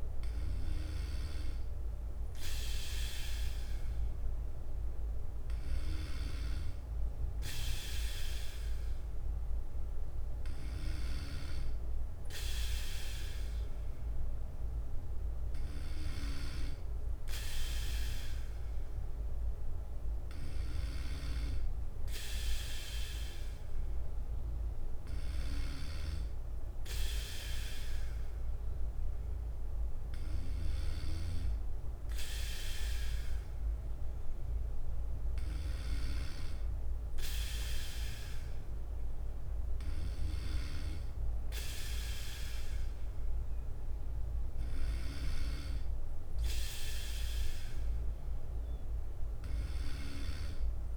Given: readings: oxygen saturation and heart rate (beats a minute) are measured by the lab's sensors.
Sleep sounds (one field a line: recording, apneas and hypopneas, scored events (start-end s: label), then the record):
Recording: breathing in sleep by a room microphone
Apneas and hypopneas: none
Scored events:
0.00-2.50 s: bradycardia (device-marked, heart rate 59 extreme)
5.50-12.50 s: bradycardia (device-marked, heart rate 58 before, 59 extreme)
20.50-30.50 s: bradycardia (device-marked, heart rate 58 before, 57 extreme)
42.50-50.97 s: bradycardia (device-marked, heart rate 58 before, 57 extreme)
From the record:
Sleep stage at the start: N2 (light sleep)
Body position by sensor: on the back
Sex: male